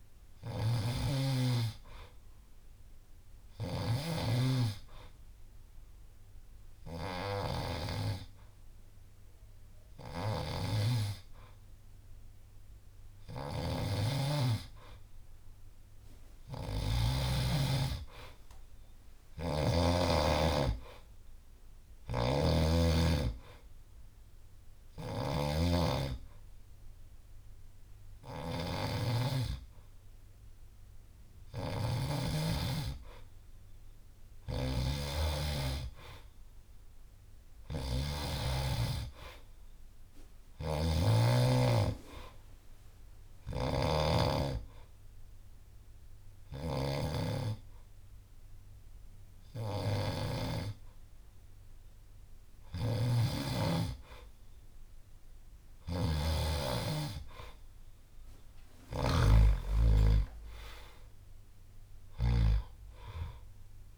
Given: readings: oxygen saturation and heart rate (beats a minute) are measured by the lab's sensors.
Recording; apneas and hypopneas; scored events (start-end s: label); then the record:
breathing in sleep by a room microphone; 2
0.00-1.00 s: bradycardia (device-marked, heart rate 58 extreme)
0.00-1.00 s: snoring (device-marked)
0.00-6.00 s: oxygen desaturation (device-marked, oxygen 92% lowest, heart rate 58 extreme)
1.50-14.00 s: hypopnea (oxygen 96% before, 93% lowest, heart rate 63 before, 61 extreme, up 8 after)
3.00-17.00 s: snoring (device-marked)
17.50-21.00 s: arousal
21.50-38.00 s: snoring (device-marked)
35.00-48.00 s: drop in pulse transit time (device-marked, heart rate 65 before, 62 extreme)
40.00-62.50 s: snoring (device-marked)
43.00-54.00 s: hypopnea (oxygen 95% before, 91% lowest, heart rate 64 before, 58 extreme, up 11 after)
48.00-55.00 s: bradycardia (device-marked, heart rate 64 before, 58 extreme)
59.50-63.00 s: arousal
61.00-63.98 s: drop in pulse transit time (device-marked, heart rate 64 before, 60 extreme)
From the record:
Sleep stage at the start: N2 (light sleep); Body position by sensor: on the back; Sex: male